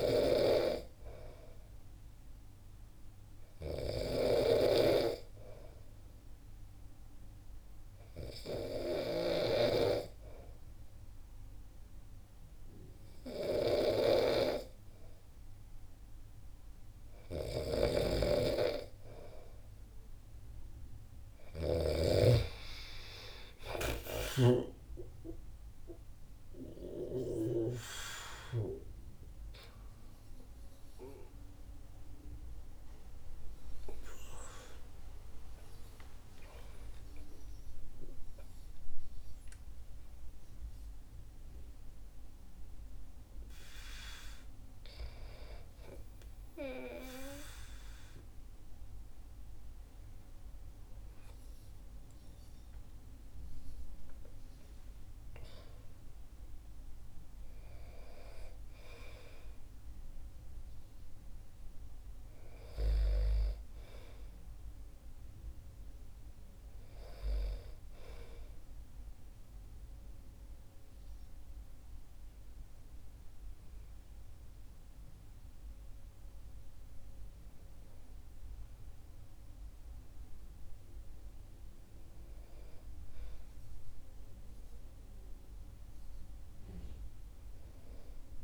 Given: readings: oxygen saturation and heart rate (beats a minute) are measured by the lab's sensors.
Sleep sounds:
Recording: breathing in sleep by a room microphone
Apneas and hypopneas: 1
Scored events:
0.00-3.00 s: arousal
0.00-9.50 s: snoring (device-marked)
6.00-17.50 s: hypopnea (oxygen 96% before, 93% lowest, heart rate 65 before, 62 extreme, up 1 after)
17.50-22.00 s: snoring (device-marked)
20.00-23.50 s: arousal
24.00-27.50 s: snoring (device-marked)
34.50-38.00 s: arousal
59.00-88.44 s: new sleep stage, N1 (lightest sleep)
From the record:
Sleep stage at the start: N2 (light sleep)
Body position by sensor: on the back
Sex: male

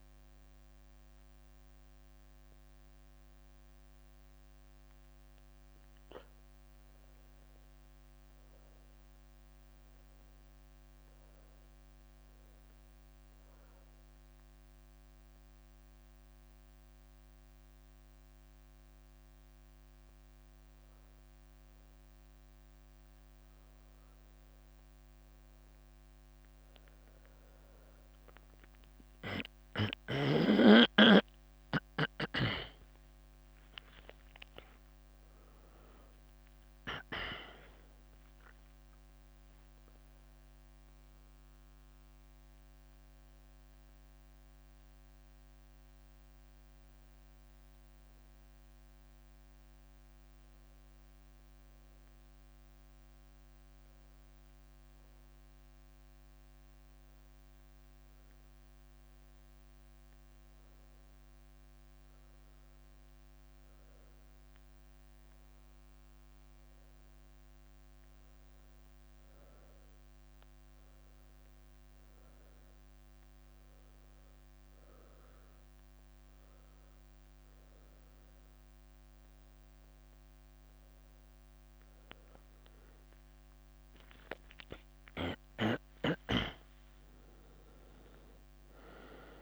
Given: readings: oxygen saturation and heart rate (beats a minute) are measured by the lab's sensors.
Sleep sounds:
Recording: breathing in sleep by a microphone on the trachea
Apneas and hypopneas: 2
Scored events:
1.00-3.50 s: leg movement (device-marked)
6.00-25.00 s: obstructive apnea (oxygen 98% before, 93% lowest, heart rate 70 before, 62 extreme, up 23 after)
29.50-33.50 s: arousal
32.00-34.00 s: long interval between heartbeats (device-marked, heart rate 68 before, 85 extreme)
45.50-79.00 s: obstructive apnea (oxygen 97% before, 92% lowest, heart rate 76 before, 66 extreme, up 6 after)
54.50-62.50 s: leg movement (device-marked)
64.00-69.00 s: leg movement (device-marked)
64.00-89.42 s: oxygen desaturation (device-marked, oxygen 99% before, 92% lowest, heart rate 66 before, 68 extreme)
82.50-86.00 s: arousal
From the record:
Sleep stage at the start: N1 (lightest sleep)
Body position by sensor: on the back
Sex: female

